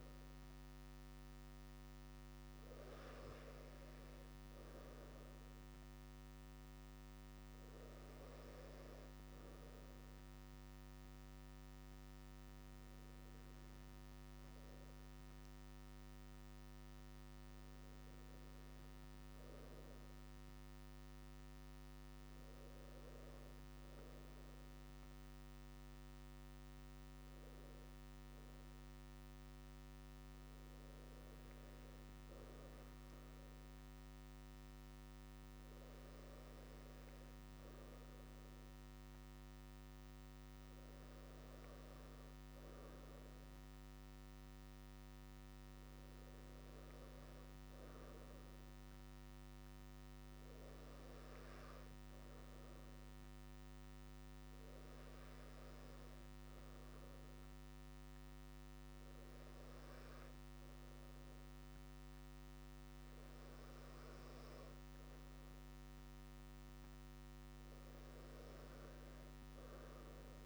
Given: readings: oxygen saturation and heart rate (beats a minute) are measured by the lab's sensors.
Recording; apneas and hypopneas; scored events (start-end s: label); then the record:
breathing in sleep, hard to hear, by a microphone on the trachea; none
none scored
From the record:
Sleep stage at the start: N2 (light sleep); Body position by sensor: on the right side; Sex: male